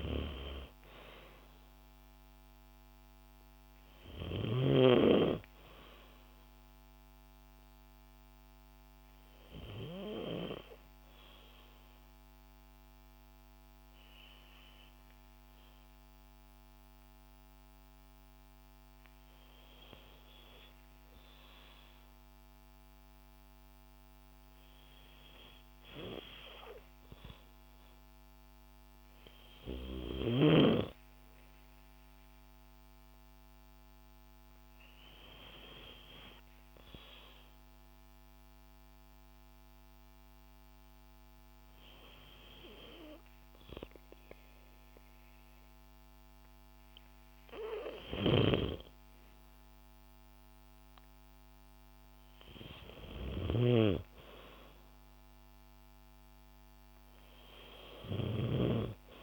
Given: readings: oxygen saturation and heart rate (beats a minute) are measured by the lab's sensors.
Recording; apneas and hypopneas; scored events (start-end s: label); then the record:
breathing in sleep by a microphone on the trachea; 2
0.00-4.50 s: snoring (device-marked)
0.00-19.50 s: oxygen desaturation (device-marked, oxygen 91% lowest, heart rate 56 extreme)
7.50-18.50 s: hypopnea (oxygen 95% before, 91% lowest, heart rate 58 before, 56 extreme, up 2 after)
21.50-26.00 s: arousal
37.50-48.00 s: hypopnea (oxygen 97% before, 92% lowest, heart rate 58 before, 55 extreme, up 5 after)
50.00-54.00 s: arousal
53.00-58.50 s: snoring (device-marked)
From the record:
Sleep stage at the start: N2 (light sleep); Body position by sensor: on the back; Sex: female